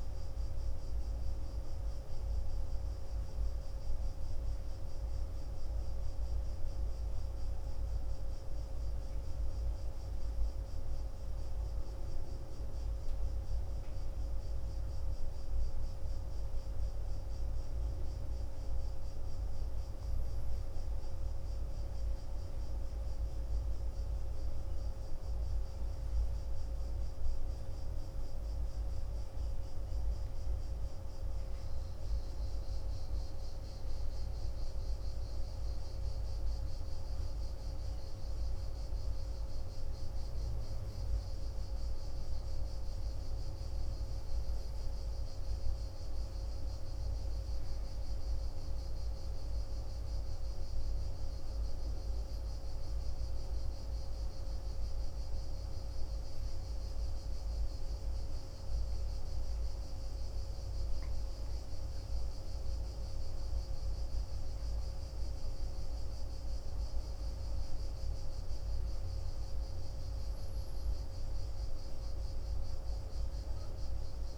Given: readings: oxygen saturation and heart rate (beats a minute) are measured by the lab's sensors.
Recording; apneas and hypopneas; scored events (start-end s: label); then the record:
breathing in sleep, hard to hear, by a room microphone; none
none scored
From the record:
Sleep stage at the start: N1 (lightest sleep); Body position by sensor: on the back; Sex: male